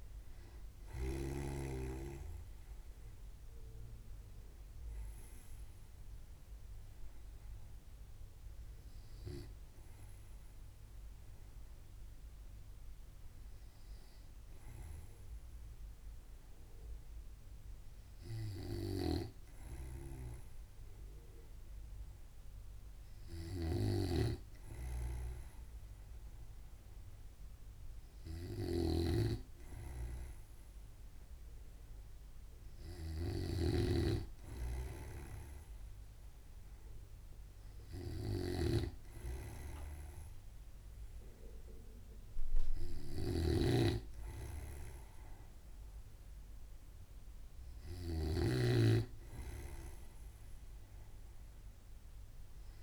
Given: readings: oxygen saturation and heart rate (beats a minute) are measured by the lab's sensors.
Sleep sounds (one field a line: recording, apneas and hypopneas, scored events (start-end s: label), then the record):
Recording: breathing in sleep by a room microphone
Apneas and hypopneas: 1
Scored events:
0.00-2.00 s: snoring (device-marked)
7.00-24.50 s: hypopnea (oxygen 95% before, 94% lowest, heart rate 64 before, 62 extreme, up 0 after)
19.50-52.83 s: snoring (device-marked)
27.00-30.00 s: arousal
From the record:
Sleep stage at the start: N2 (light sleep)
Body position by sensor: on the right side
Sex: male